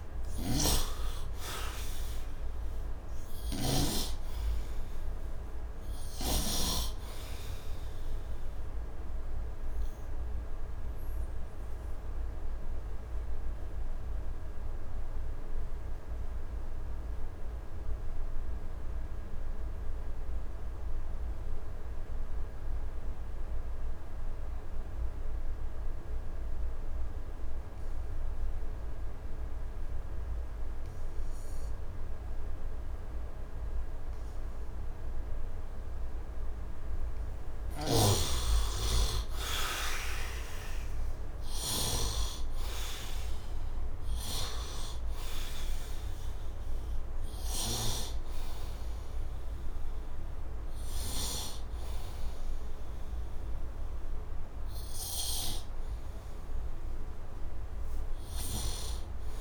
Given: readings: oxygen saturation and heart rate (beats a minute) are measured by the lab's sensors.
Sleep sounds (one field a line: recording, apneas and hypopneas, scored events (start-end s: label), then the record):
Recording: breathing in sleep by a room microphone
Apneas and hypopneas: 1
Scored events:
0.00-6.50 s: snoring (device-marked)
0.00-19.50 s: oxygen desaturation (device-marked, oxygen 78% lowest, heart rate 70 extreme)
9.50-37.00 s: obstructive apnea (oxygen 99% before, 73% lowest, heart rate 80 before, 70 extreme, up 11 after)
27.50-59.41 s: oxygen desaturation (device-marked, oxygen 99% before, 73% lowest, heart rate 72 before, 70 extreme)
39.00-44.00 s: arousal
From the record:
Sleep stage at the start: N2 (light sleep)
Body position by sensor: on the right side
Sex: male